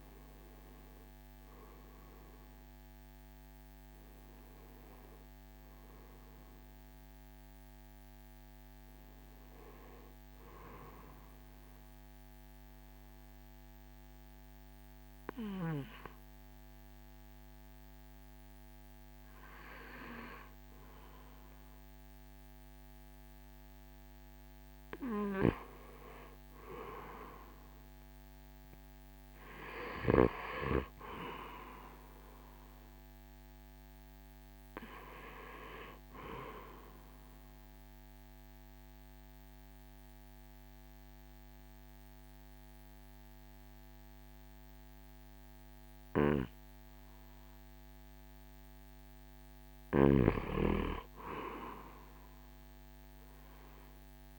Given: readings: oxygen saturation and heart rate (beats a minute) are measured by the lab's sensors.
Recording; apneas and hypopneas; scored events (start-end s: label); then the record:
breathing in sleep by a microphone on the trachea; 2
0.00-3.00 s: arousal
7.00-24.00 s: oxygen desaturation (device-marked, oxygen 96% before, 91% lowest, heart rate 60 before, 52 extreme)
11.00-24.50 s: obstructive apnea (oxygen 96% before, 91% lowest, heart rate 60 before, 56 extreme, up 3 after)
26.50-29.50 s: arousal
34.00-48.00 s: oxygen desaturation (device-marked, oxygen 97% before, 92% lowest, heart rate 58 before, 56 extreme)
37.50-49.50 s: obstructive apnea (oxygen 97% before, 91% lowest, heart rate 59 before, 56 extreme, up 4 after)
52.00-54.39 s: arousal
From the record:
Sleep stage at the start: N2 (light sleep); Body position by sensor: on the right side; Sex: male